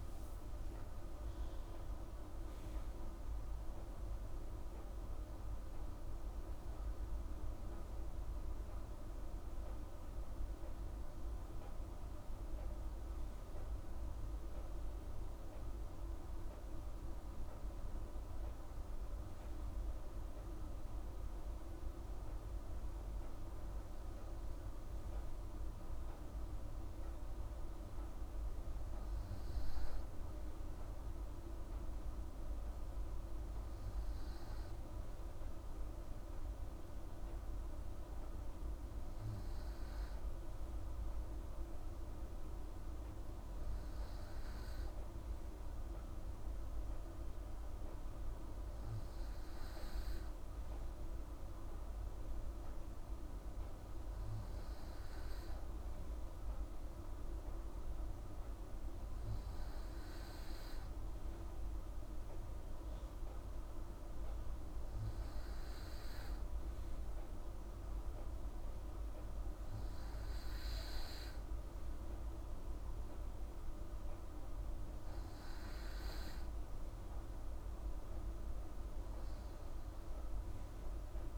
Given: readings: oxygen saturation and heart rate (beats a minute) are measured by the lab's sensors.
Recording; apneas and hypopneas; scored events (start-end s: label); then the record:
a person partly awake in a sleep study, hard to hear, by a room microphone; none
0.00-1.50 s: oxygen desaturation (device-marked, oxygen 93% lowest, heart rate 81 extreme)
15.50-81.38 s: new sleep stage, N2 (light sleep)
From the record:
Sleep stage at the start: awake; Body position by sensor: on the right side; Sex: female